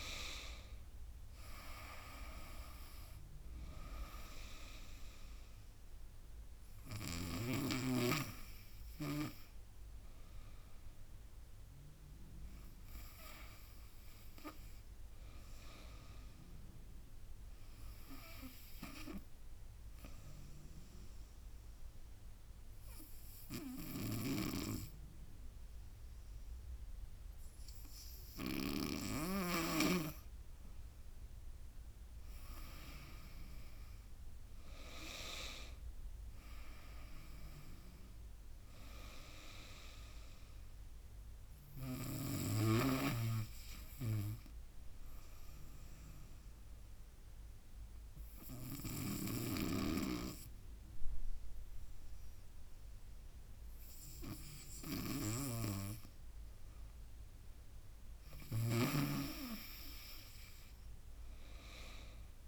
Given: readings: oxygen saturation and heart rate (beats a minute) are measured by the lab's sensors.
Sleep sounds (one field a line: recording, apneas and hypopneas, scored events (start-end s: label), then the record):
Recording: breathing in sleep by a room microphone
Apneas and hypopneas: 2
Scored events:
0.00-7.50 s: drop in pulse transit time (device-marked, heart rate 79 extreme)
1.50-15.50 s: oxygen desaturation (device-marked, oxygen 97% before, 92% lowest, heart rate 76 before, 77 extreme)
18.50-30.00 s: obstructive apnea (oxygen 97% before, 93% lowest, heart rate 80 before, 70 extreme, up 5 after)
31.00-34.50 s: arousal
33.50-45.50 s: drop in pulse transit time (device-marked, heart rate 81 before, 74 extreme)
37.50-51.50 s: oxygen desaturation (device-marked, oxygen 97% before, 93% lowest, heart rate 81 before, 70 extreme)
45.50-57.00 s: obstructive apnea (oxygen 97% before, 93% lowest, heart rate 80 before, 70 extreme, up 14 after)
49.00-62.48 s: snoring (device-marked)
59.00-62.00 s: arousal
59.50-62.48 s: drop in pulse transit time (device-marked, heart rate 74 before, 79 extreme)
From the record:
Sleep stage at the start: N2 (light sleep)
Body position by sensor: on the right side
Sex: female